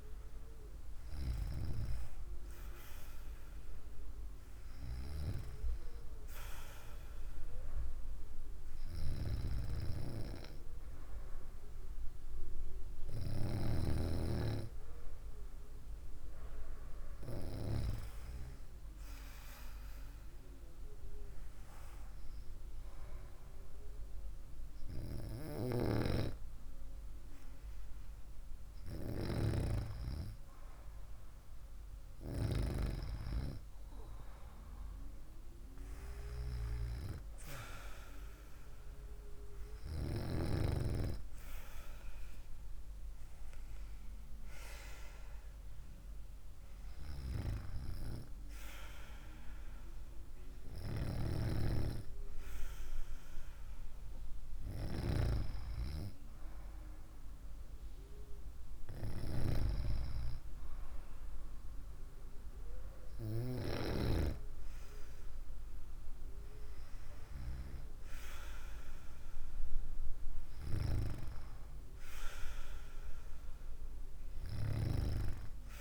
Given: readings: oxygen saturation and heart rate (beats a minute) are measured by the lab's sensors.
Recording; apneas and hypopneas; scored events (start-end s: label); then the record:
breathing in sleep by a room microphone; none
none scored
From the record:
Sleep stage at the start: N2 (light sleep); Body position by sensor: on the right side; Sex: female